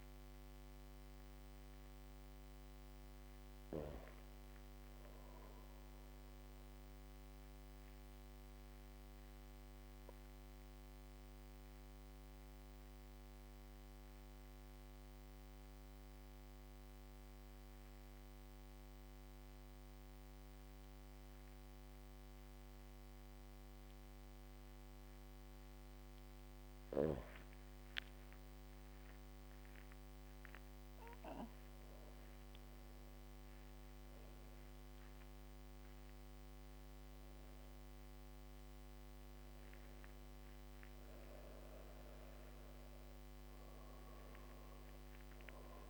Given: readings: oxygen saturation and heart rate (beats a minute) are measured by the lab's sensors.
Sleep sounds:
breathing in sleep, hard to hear, by a microphone on the trachea; 1
3.50-12.50 s: drop in pulse transit time (device-marked, heart rate 61 before, 56 extreme)
5.50-25.50 s: obstructive apnea (oxygen 100% before, 96% lowest, heart rate 60 before, 53 extreme, up 25 after)
26.50-38.50 s: oxygen desaturation (device-marked, oxygen 99% before, 96% lowest, heart rate 58 before, 54 extreme)
27.00-31.50 s: arousal
28.50-43.50 s: drop in pulse transit time (device-marked, heart rate 58 before, 54 extreme)
From the record:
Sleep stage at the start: N2 (light sleep); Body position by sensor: on the back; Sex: female

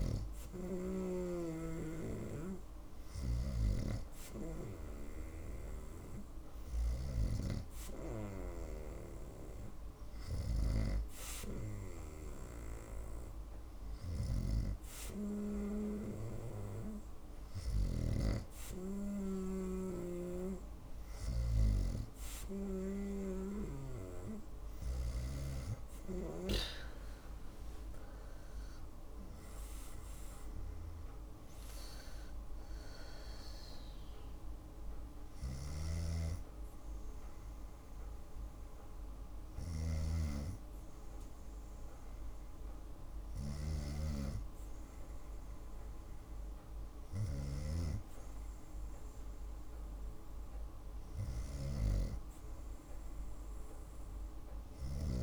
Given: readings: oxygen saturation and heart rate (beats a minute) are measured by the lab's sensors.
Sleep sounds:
breathing in sleep by a room microphone; none
none scored
From the record:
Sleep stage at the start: N2 (light sleep); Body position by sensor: on the right side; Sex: female

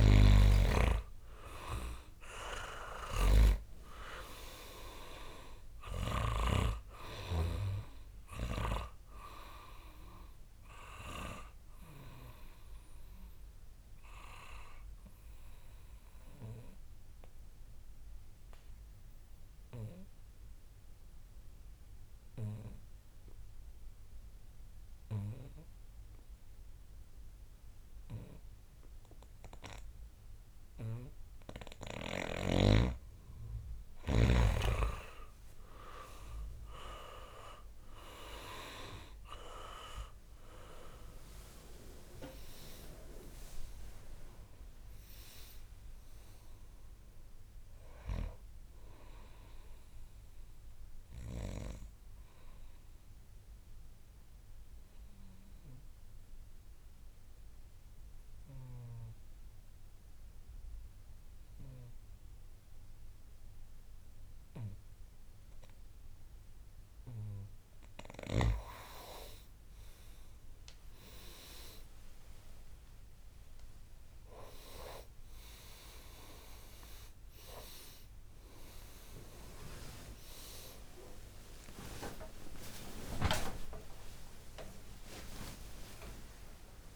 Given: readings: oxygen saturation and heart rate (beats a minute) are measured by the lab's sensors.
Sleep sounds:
breathing in sleep by a room microphone; 2
0.00-3.00 s: arousal
0.00-6.50 s: snoring (device-marked)
0.00-30.00 s: oxygen desaturation (device-marked, oxygen 98% before, 85% lowest, heart rate 67 before, 59 extreme)
11.50-31.00 s: obstructive apnea (oxygen 98% before, 85% lowest, heart rate 73 before, 60 extreme, up 7 after)
34.50-38.50 s: arousal
37.00-67.00 s: oxygen desaturation (device-marked, oxygen 99% before, 86% lowest, heart rate 68 before, 59 extreme)
51.00-67.00 s: obstructive apnea (oxygen 99% before, 84% lowest, heart rate 76 before, 61 extreme, up 24 after)
77.00-86.96 s: new sleep stage, awake
78.00-86.96 s: tachycardia (device-marked, heart rate 68 before, 153 extreme)
From the record:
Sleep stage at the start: N2 (light sleep); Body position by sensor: on the back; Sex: male

